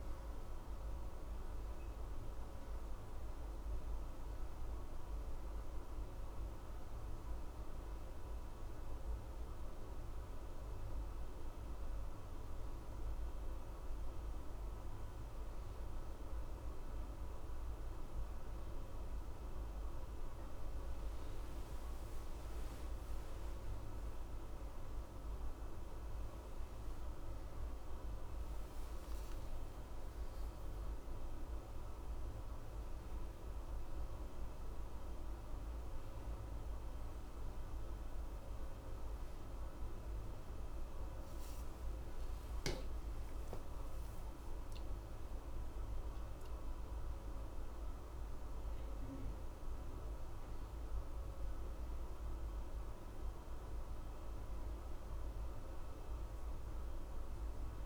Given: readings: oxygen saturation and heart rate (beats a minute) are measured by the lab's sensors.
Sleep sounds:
a person awake in a sleep study, hard to hear, by a room microphone; 1
6.50-20.00 s: hypopnea (oxygen 92% before, 90% lowest, heart rate 70 before, 60 extreme, up 10 after)
18.50-57.86 s: new sleep stage, awake
From the record:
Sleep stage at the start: N1 (lightest sleep); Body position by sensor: on the left side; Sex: male

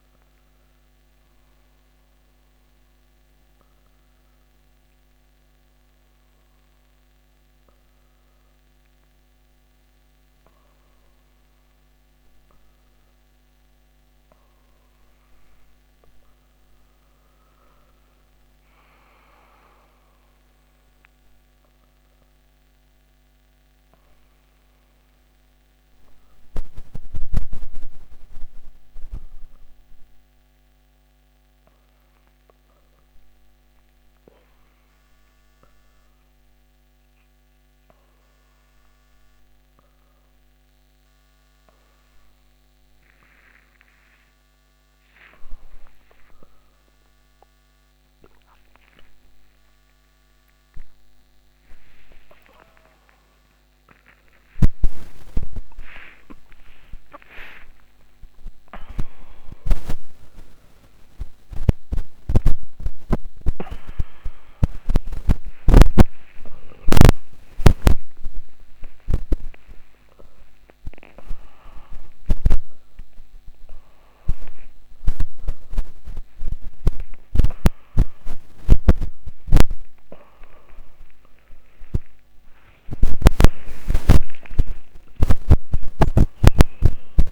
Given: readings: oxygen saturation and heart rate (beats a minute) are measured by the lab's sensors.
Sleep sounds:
a person awake in a sleep study, by a microphone on the trachea; none
none scored
From the record:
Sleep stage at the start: awake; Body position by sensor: upright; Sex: male

